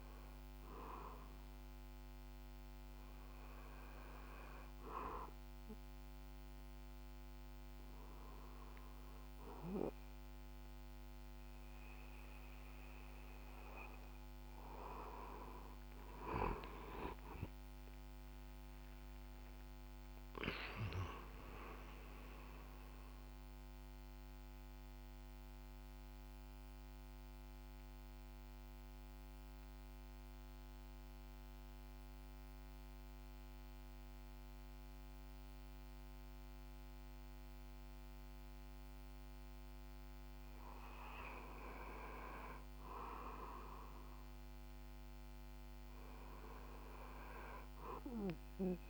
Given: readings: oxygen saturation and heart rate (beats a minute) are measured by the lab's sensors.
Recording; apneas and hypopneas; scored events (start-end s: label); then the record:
breathing in sleep by a microphone on the trachea; 1
16.50-21.00 s: arousal
24.00-39.50 s: central apnea (oxygen 97% before, 95% lowest, heart rate 64 before, 53 extreme, up 7 after)
43.00-47.00 s: arousal
From the record:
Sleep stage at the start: REM sleep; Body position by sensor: on the back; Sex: male